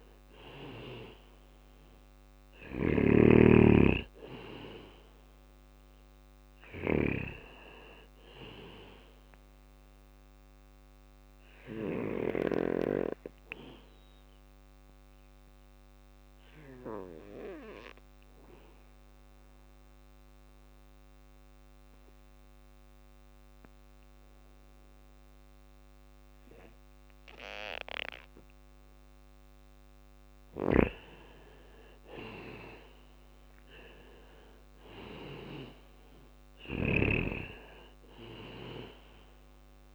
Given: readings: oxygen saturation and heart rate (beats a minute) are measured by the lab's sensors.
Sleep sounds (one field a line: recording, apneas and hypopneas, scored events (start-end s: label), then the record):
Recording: breathing in sleep by a microphone on the trachea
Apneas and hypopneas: 1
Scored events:
1.50-3.50 s: bradycardia (device-marked, heart rate 60 before, 60 extreme)
1.50-11.50 s: snoring (device-marked)
3.50-18.50 s: oxygen desaturation (device-marked, oxygen 99% before, 95% lowest, heart rate 60 before, 56 extreme)
5.50-26.50 s: bradycardia (device-marked, heart rate 60 before, 56 extreme)
11.50-27.50 s: obstructive apnea (oxygen 100% before, 94% lowest, heart rate 60 before, 57 extreme, up 5 after)
30.50-39.95 s: drop in pulse transit time (device-marked, heart rate 58 before, 61 extreme)
31.00-34.00 s: arousal
35.50-39.95 s: snoring (device-marked)
38.50-39.95 s: oxygen desaturation (device-marked, oxygen 98% before, 94% lowest, heart rate 60 before, 55 extreme)
From the record:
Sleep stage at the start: N2 (light sleep)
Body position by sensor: on the back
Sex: male